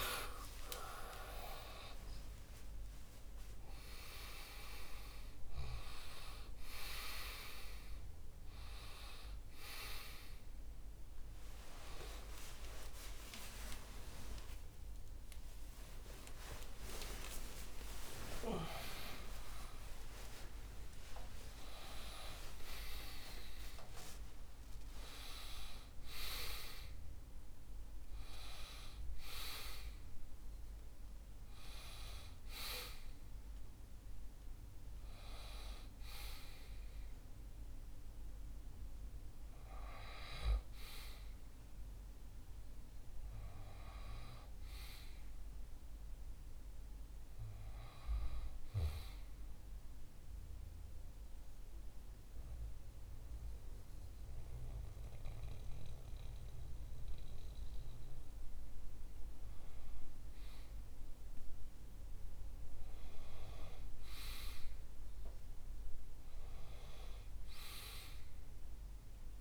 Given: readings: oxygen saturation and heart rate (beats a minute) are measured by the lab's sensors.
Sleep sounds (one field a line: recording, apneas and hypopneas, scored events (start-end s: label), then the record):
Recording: a person partly awake in a sleep study, by a room microphone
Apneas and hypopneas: 1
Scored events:
0.00-25.00 s: oxygen desaturation (device-marked, oxygen 90% lowest, heart rate 67 extreme)
12.00-42.00 s: new sleep stage, awake
27.00-38.00 s: oxygen desaturation (device-marked, oxygen 95% before, 88% lowest, heart rate 127 before, 63 extreme)
42.00-69.41 s: new sleep stage, N1 (lightest sleep)
49.00-59.00 s: central apnea (oxygen 99% before, 94% lowest, heart rate 75 before, 63 extreme, up 7 after)
61.50-65.50 s: arousal
From the record:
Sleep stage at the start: N2 (light sleep)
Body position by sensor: on the back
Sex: male